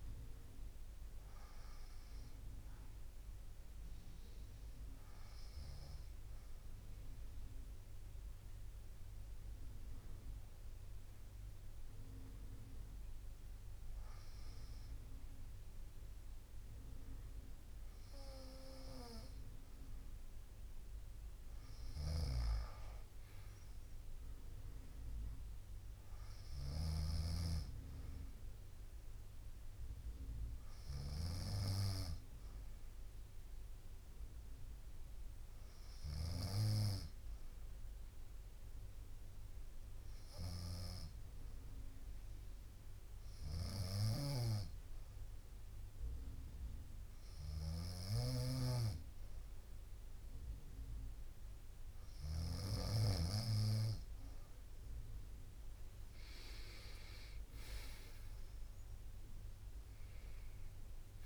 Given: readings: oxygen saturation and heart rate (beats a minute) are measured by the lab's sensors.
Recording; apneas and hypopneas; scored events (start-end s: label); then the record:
breathing in sleep by a room microphone; 2
5.00-19.00 s: hypopnea (oxygen 93% before, 91% lowest, heart rate 63 before, 61 extreme, up 0 after)
21.50-25.50 s: arousal
21.50-52.00 s: snoring (device-marked)
31.50-50.00 s: hypopnea (oxygen 94% before, 90% lowest, heart rate 63 before, 57 extreme, up 4 after)
56.00-60.50 s: arousal
From the record:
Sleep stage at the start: N2 (light sleep); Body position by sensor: on the right side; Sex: female